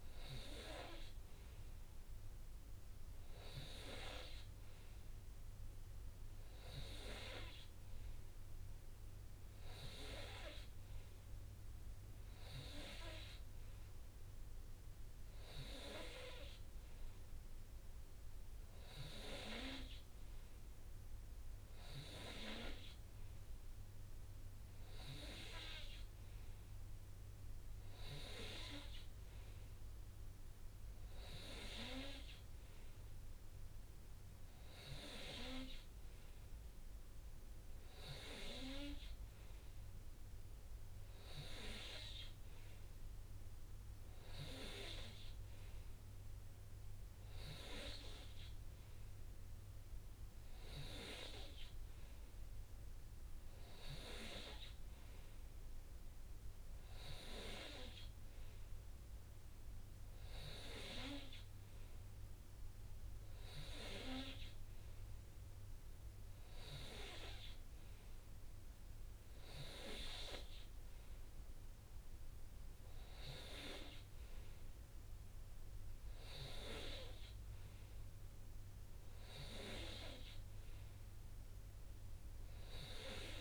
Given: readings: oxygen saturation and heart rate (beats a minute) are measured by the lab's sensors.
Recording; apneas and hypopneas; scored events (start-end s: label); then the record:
breathing in sleep by a room microphone; none
none scored
From the record:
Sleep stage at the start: N3 (deep sleep); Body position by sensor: on the right side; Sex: male